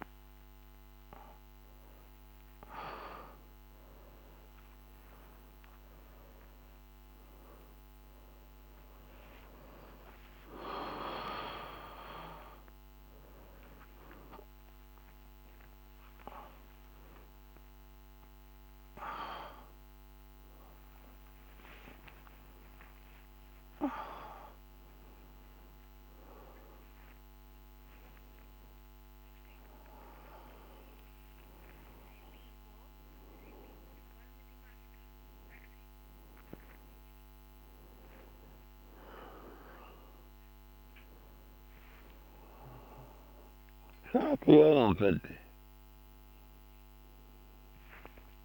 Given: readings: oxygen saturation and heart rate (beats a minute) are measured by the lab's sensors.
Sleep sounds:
a person awake in a sleep study, by a microphone on the trachea; none
none scored
From the record:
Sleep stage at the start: awake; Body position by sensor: on the back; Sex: male

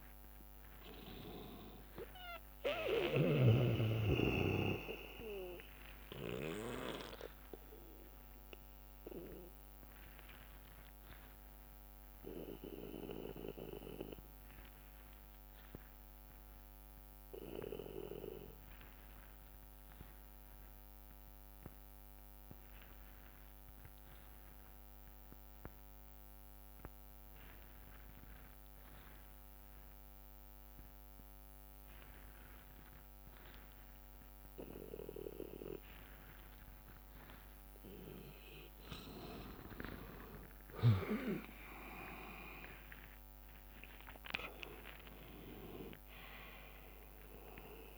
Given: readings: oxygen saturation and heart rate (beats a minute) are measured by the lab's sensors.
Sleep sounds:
breathing in sleep by a microphone on the trachea; 1
0.00-15.00 s: oxygen desaturation (device-marked, oxygen 89% lowest, heart rate 56 extreme)
4.00-7.00 s: bradycardia (device-marked, heart rate 65 before, 60 extreme)
9.00-37.50 s: obstructive apnea (oxygen 98% before, 88% lowest, heart rate 61 before, 51 extreme, up 21 after)
10.00-22.00 s: bradycardia (device-marked, heart rate 65 before, 56 extreme)
23.00-31.00 s: bradycardia (device-marked, heart rate 65 before, 58 extreme)
30.00-47.98 s: oxygen desaturation (device-marked, oxygen 98% before, 88% lowest, heart rate 58 before, 51 extreme)
39.00-41.00 s: long interval between heartbeats (device-marked, heart rate 59 before, 70 extreme)
40.00-45.00 s: arousal
41.00-47.98 s: drop in pulse transit time (device-marked, heart rate 61 before, 65 extreme)
From the record:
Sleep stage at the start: N2 (light sleep); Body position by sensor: on the back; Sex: male

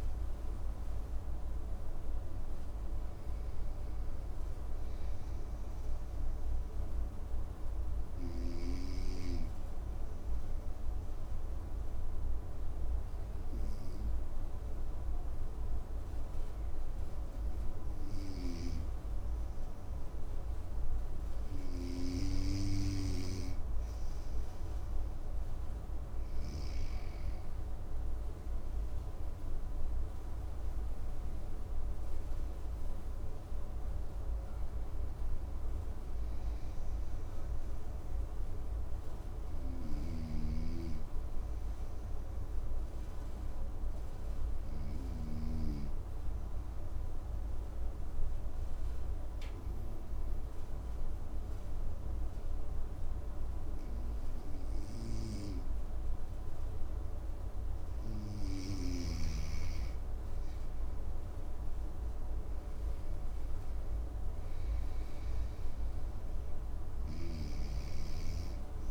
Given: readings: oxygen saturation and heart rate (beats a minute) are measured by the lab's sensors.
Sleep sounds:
breathing in sleep by a room microphone; 2
5.00-18.00 s: obstructive apnea (oxygen 99% before, 95% lowest, heart rate 59 before, 56 extreme, up 2 after)
17.50-21.50 s: snoring (device-marked)
23.50-29.50 s: arousal
39.50-45.00 s: snoring (device-marked)
40.00-56.50 s: obstructive apnea (oxygen 98% before, 95% lowest, heart rate 61 before, 57 extreme, up 5 after)
59.50-63.50 s: arousal
66.50-68.90 s: snoring (device-marked)
From the record:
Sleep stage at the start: N2 (light sleep); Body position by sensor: on the right side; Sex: male

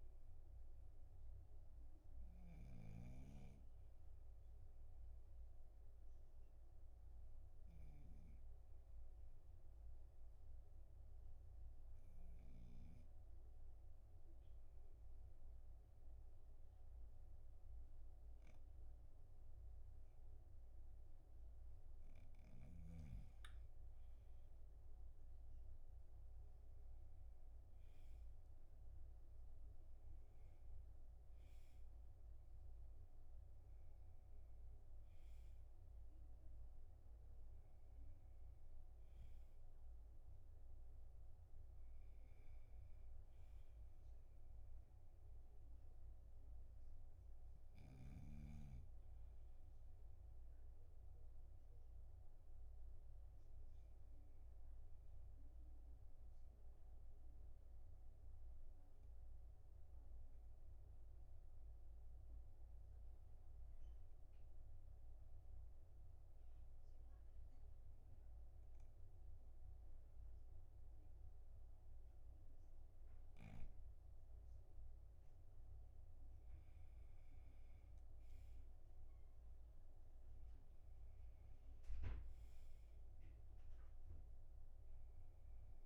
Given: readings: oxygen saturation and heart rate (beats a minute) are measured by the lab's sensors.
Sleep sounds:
breathing in sleep, hard to hear, by a room microphone; 2
0.00-3.50 s: snoring (device-marked)
5.00-22.00 s: obstructive apnea (oxygen 98% before, 96% lowest, heart rate 48 before, 38 extreme, up 6 after)
24.50-28.00 s: arousal
52.50-74.50 s: obstructive apnea (oxygen 98% before, 95% lowest, heart rate 47 before, 41 extreme, up 8 after)
76.50-80.50 s: arousal
From the record:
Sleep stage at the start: N2 (light sleep); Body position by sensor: on the back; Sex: male

